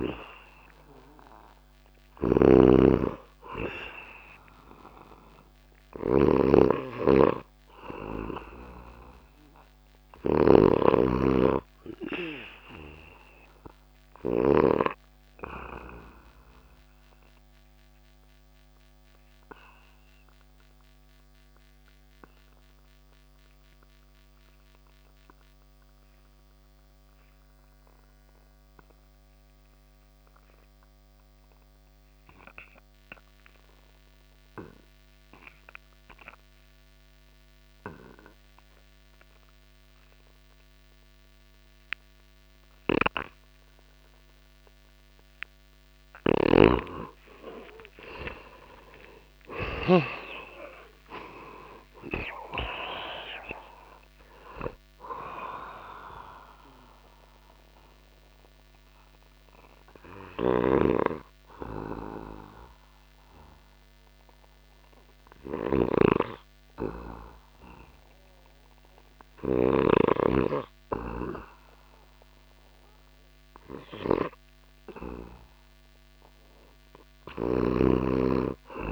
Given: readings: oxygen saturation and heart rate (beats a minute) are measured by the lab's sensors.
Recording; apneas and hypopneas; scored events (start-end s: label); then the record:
breathing in sleep by a microphone on the trachea; 2
0.00-7.00 s: oxygen desaturation (device-marked, oxygen 93% lowest)
0.00-14.00 s: snoring (device-marked)
14.00-44.50 s: obstructive apnea (oxygen 99% before, 81% lowest)
45.00-78.92 s: oxygen desaturation (device-marked, oxygen 98% before, 81% lowest)
45.50-49.00 s: snoring (device-marked)
46.00-50.50 s: arousal
55.50-74.00 s: hypopnea (oxygen 98% before, 81% lowest)
59.50-69.00 s: snoring (device-marked)
76.50-78.92 s: snoring (device-marked)
77.00-78.92 s: arousal
From the record:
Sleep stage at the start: REM sleep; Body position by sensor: on the back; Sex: male